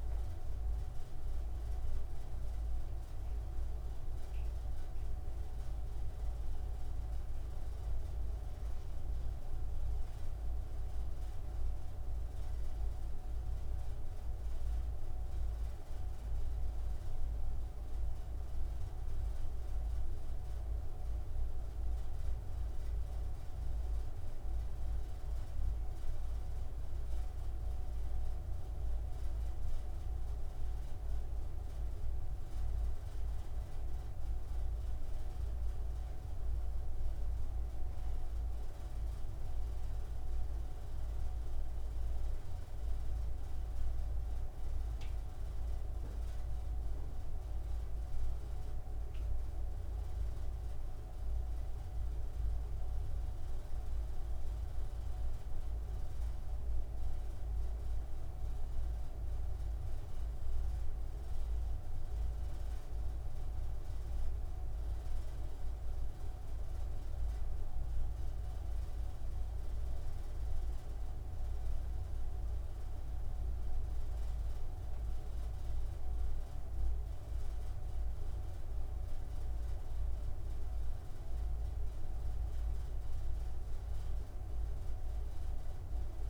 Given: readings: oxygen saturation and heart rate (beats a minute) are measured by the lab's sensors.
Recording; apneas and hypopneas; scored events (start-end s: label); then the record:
breathing in sleep, hard to hear, by a room microphone; none
none scored
From the record:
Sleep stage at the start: N2 (light sleep); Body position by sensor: on the front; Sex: male